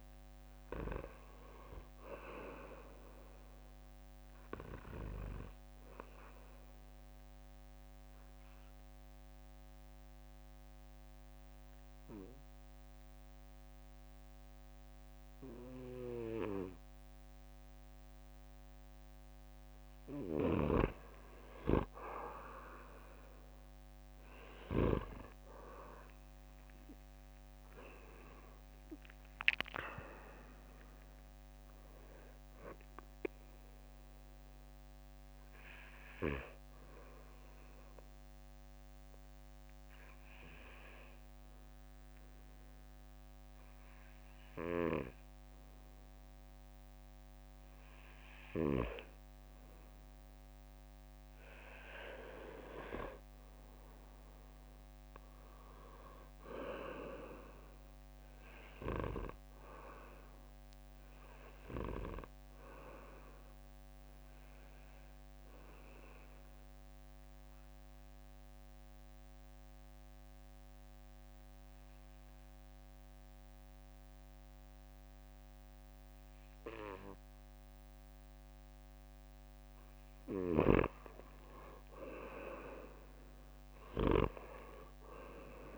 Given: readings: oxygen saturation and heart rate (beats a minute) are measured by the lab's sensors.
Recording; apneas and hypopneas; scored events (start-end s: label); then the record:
breathing in sleep by a microphone on the trachea; 3
0.00-12.00 s: oxygen desaturation (device-marked, oxygen 92% lowest, heart rate 61 extreme)
5.50-20.00 s: obstructive apnea (oxygen 97% before, 90% lowest, heart rate 64 before, 57 extreme, up 9 after)
23.50-25.50 s: arousal
25.00-44.00 s: oxygen desaturation (device-marked, oxygen 96% before, 90% lowest, heart rate 63 before, 57 extreme)
37.00-48.00 s: obstructive apnea (oxygen 96% before, 89% lowest, heart rate 67 before, 58 extreme, up 10 after)
50.00-52.50 s: arousal
55.00-71.00 s: oxygen desaturation (device-marked, oxygen 96% before, 93% lowest, heart rate 61 before, 58 extreme)
65.50-80.50 s: obstructive apnea (oxygen 96% before, 89% lowest, heart rate 64 before, 58 extreme, up 10 after)
83.00-85.50 s: arousal
From the record:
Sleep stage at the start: N2 (light sleep); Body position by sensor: on the back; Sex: male